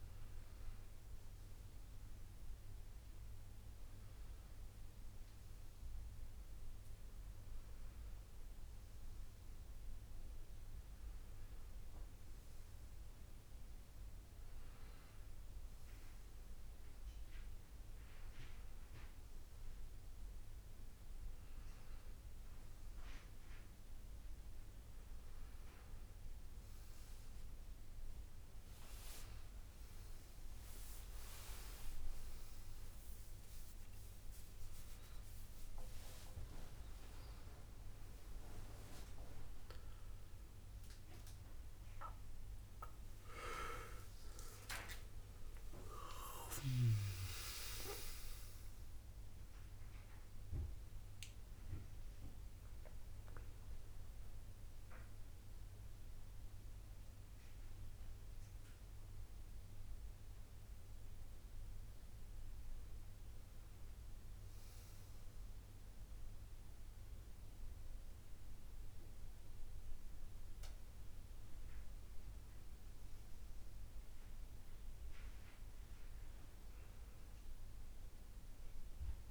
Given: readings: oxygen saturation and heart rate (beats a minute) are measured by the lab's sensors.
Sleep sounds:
breathing in sleep by a room microphone; none
38.00-79.31 s: new sleep stage, N2 (light sleep)
40.00-46.00 s: arousal
69.00-75.00 s: oxygen desaturation (device-marked, oxygen 99% before, 93% lowest)
From the record:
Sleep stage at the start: N1 (lightest sleep); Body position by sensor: on the back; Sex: male

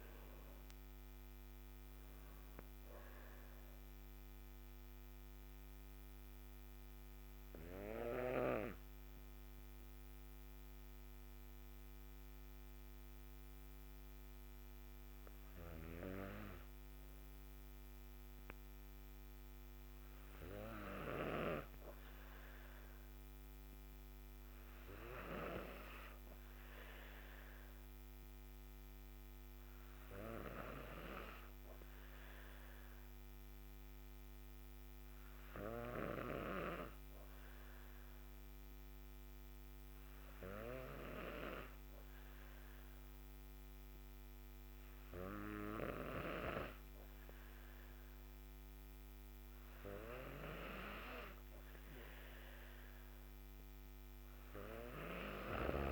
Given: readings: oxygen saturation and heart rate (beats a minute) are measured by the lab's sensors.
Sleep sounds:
breathing in sleep by a microphone on the trachea; 1
4.50-18.50 s: hypopnea (oxygen 95% before, 95% lowest, heart rate 124 before, 62 extreme, up 17 after)
10.50-55.92 s: new sleep stage, N2 (light sleep)
20.50-25.00 s: arousal
From the record:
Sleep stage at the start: N3 (deep sleep); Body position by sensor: on the back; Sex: female

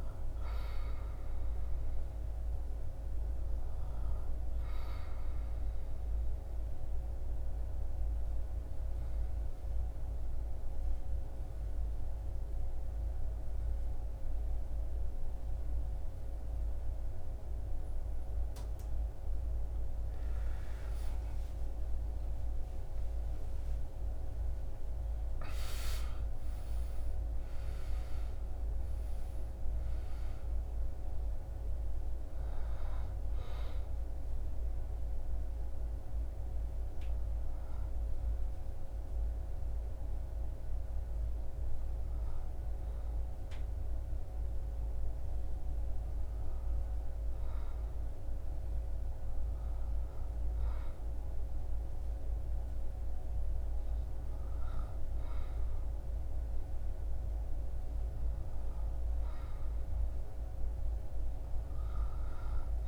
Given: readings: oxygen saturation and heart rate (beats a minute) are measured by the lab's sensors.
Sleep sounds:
breathing in sleep, hard to hear, by a room microphone; 2
0.00-1.00 s: oxygen desaturation (device-marked, oxygen 95% lowest, heart rate 60 extreme)
5.50-19.00 s: obstructive apnea (oxygen 99% before, 94% lowest, heart rate 73 before, 60 extreme, up 22 after)
21.50-26.00 s: arousal
25.00-42.00 s: oxygen desaturation (device-marked, oxygen 99% before, 95% lowest, heart rate 64 before, 64 extreme)
38.50-58.00 s: hypopnea (oxygen 99% before, 94% lowest, heart rate 73 before, 66 extreme, up 1 after)
60.00-62.88 s: arousal
From the record:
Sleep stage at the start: N2 (light sleep); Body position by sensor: on the back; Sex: male

